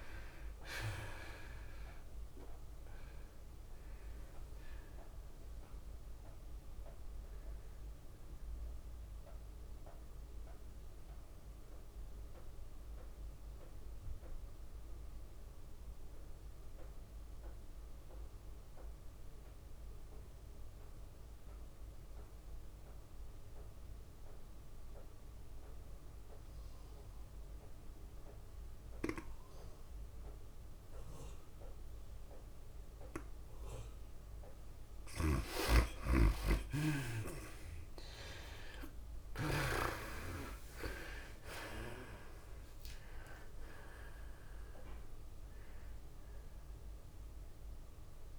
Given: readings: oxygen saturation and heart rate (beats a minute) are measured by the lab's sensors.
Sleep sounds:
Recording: breathing in sleep by a room microphone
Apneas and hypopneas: 1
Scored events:
0.00-13.00 s: drop in pulse transit time (device-marked, heart rate 93 extreme)
0.00-16.00 s: tachycardia (device-marked, heart rate 106 extreme)
0.00-18.00 s: oxygen desaturation (device-marked, oxygen 81% lowest, heart rate 91 extreme)
10.00-34.00 s: obstructive apnea (oxygen 99% before, 77% lowest, heart rate 99 before, 96 extreme, up 6 after)
23.00-48.39 s: oxygen desaturation (device-marked, oxygen 99% before, 77% lowest, heart rate 103 before, 96 extreme)
35.50-39.00 s: arousal
35.50-40.00 s: snoring (device-marked)
37.00-48.39 s: tachycardia (device-marked, heart rate 103 before, 106 extreme)
40.00-48.39 s: drop in pulse transit time (device-marked, heart rate 98 before, 101 extreme)
From the record:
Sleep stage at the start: N2 (light sleep)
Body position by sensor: on the right side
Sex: female

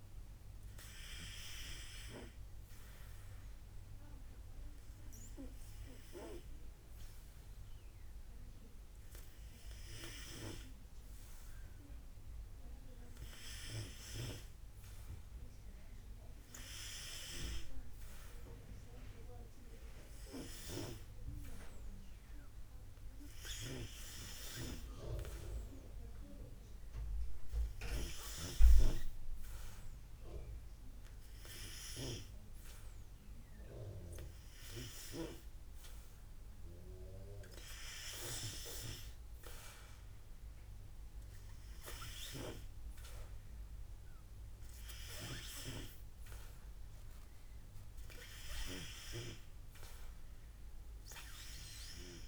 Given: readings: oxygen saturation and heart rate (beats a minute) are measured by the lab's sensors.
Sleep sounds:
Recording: breathing in sleep by a room microphone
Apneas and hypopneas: none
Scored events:
19.00-40.00 s: oxygen desaturation (device-marked, oxygen 95% before, 92% lowest, heart rate 57 before, 53 extreme)
From the record:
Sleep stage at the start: N2 (light sleep)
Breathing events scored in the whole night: 243 in 4.0 hours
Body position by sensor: on the back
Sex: male

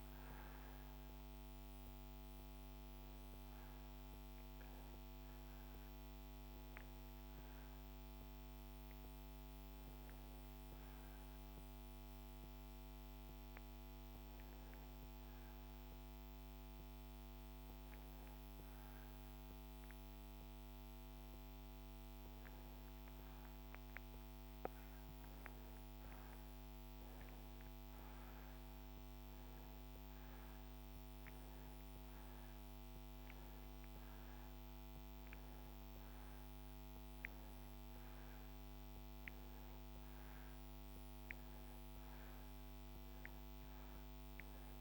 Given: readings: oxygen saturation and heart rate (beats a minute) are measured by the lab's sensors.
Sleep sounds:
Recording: breathing in sleep, hard to hear, by a microphone on the trachea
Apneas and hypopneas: none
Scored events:
30.00-44.81 s: oxygen desaturation (device-marked, oxygen 97% before, 92% lowest)
From the record:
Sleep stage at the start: N2 (light sleep)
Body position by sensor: on the back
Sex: male

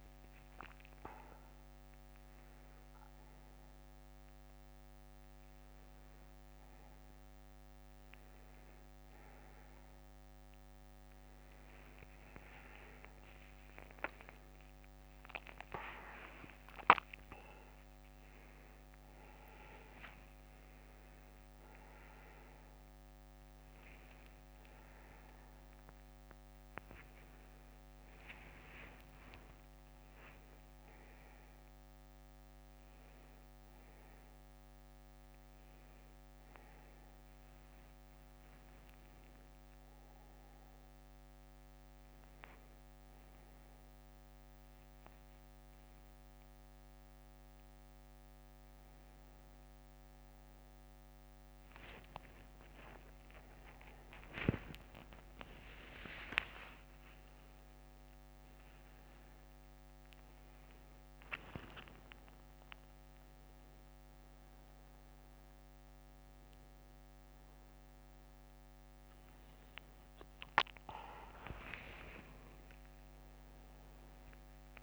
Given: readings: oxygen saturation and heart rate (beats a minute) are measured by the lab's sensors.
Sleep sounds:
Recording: a person awake in a sleep study, by a microphone on the trachea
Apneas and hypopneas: none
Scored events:
none scored
From the record:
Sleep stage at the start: awake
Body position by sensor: on the back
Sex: male

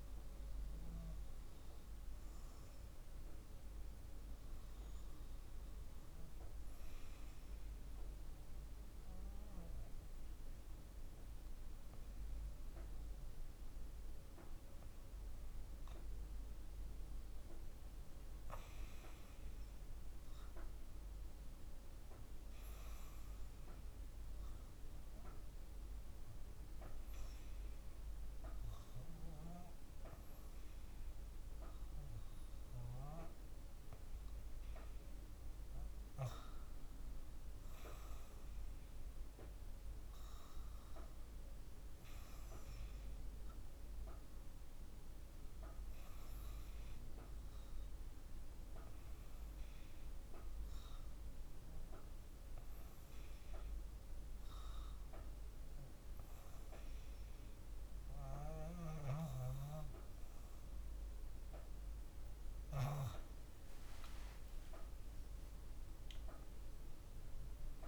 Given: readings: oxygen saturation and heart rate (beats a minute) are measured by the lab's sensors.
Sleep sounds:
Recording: breathing in sleep by a room microphone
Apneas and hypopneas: 1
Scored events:
7.00-18.50 s: obstructive apnea (oxygen 99% before, 96% lowest, heart rate 56 before, 55 extreme, up 1 after)
22.50-27.50 s: arousal
65.50-67.88 s: new sleep stage, awake
From the record:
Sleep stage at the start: REM sleep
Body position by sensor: on the back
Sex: female

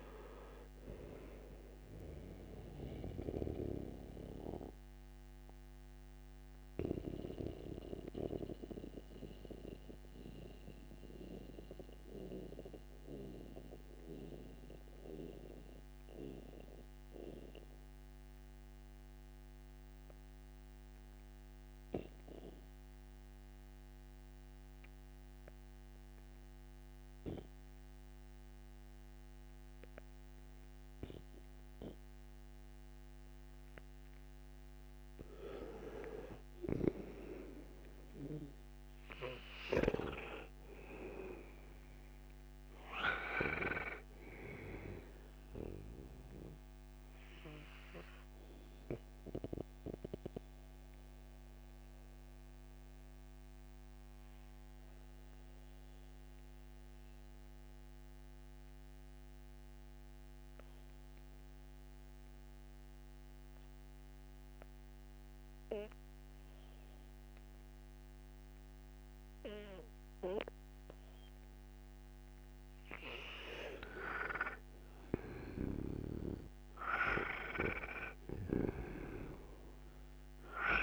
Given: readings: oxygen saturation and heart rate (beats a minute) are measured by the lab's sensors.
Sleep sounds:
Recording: breathing in sleep by a microphone on the trachea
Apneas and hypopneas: 2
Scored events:
0.00-23.00 s: oxygen desaturation (device-marked, oxygen 77% lowest, heart rate 57 extreme)
5.00-33.00 s: mixed apnea (oxygen 97% before, 77% lowest, heart rate 71 before, 57 extreme, up 17 after)
35.50-40.50 s: arousal
39.00-69.00 s: oxygen desaturation (device-marked, oxygen 98% before, 82% lowest, heart rate 62 before, 56 extreme)
51.00-74.00 s: mixed apnea (oxygen 98% before, 82% lowest, heart rate 75 before, 56 extreme, up 47 after)
75.00-80.83 s: snoring (device-marked)
75.50-80.50 s: arousal
76.00-80.83 s: oxygen desaturation (device-marked, oxygen 98% before, 84% lowest, heart rate 62 before, 59 extreme)
From the record:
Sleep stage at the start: N2 (light sleep)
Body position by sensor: on the right side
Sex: male

